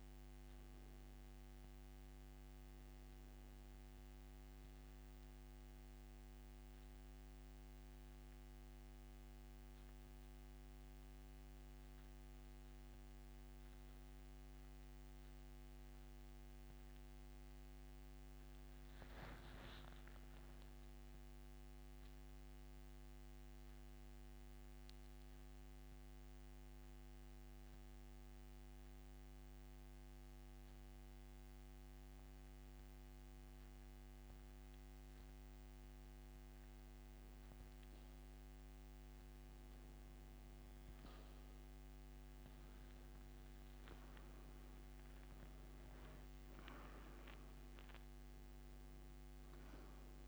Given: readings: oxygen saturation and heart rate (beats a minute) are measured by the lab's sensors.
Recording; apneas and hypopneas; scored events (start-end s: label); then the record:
breathing in sleep, hard to hear, by a microphone on the trachea; 1
5.00-36.00 s: mixed apnea (oxygen 98% before, 89% lowest, heart rate 86 before, 71 extreme, up 7 after)
5.50-34.50 s: oxygen desaturation (device-marked, oxygen 97% before, 89% lowest, heart rate 85 before, 71 extreme)
39.00-42.50 s: arousal
From the record:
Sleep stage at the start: N2 (light sleep); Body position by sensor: on the back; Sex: male